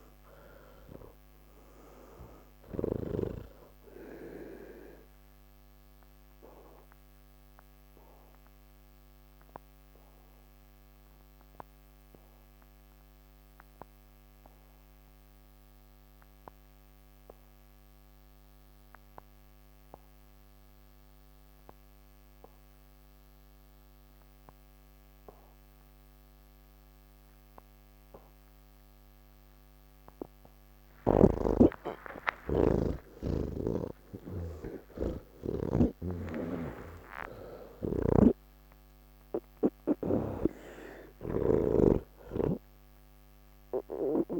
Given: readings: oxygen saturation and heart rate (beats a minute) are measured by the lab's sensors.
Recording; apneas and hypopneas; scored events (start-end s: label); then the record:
breathing in sleep by a microphone on the trachea; 1
0.00-20.50 s: oxygen desaturation (device-marked, oxygen 80% lowest, heart rate 43 extreme)
7.00-29.00 s: obstructive apnea (oxygen 99% before, 80% lowest, heart rate 84 before, 43 extreme)
29.50-44.40 s: oxygen desaturation (device-marked, oxygen 99% before, 81% lowest, heart rate 94 before, 46 extreme)
36.00-44.40 s: snoring (device-marked)
From the record:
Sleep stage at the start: N3 (deep sleep); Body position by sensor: on the back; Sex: male